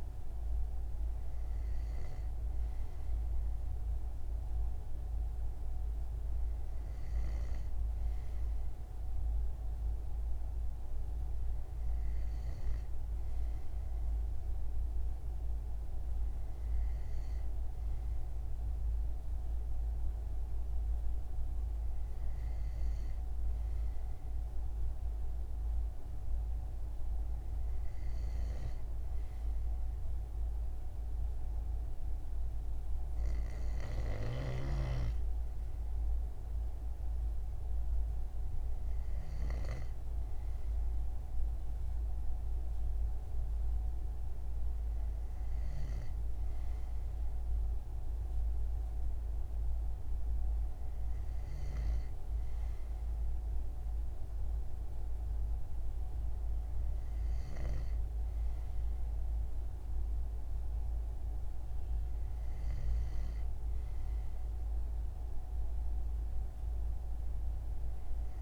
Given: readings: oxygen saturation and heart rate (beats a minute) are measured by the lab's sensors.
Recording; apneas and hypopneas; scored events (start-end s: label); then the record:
breathing in sleep, hard to hear, by a room microphone; none
none scored
From the record:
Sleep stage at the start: N2 (light sleep); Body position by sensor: on the front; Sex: male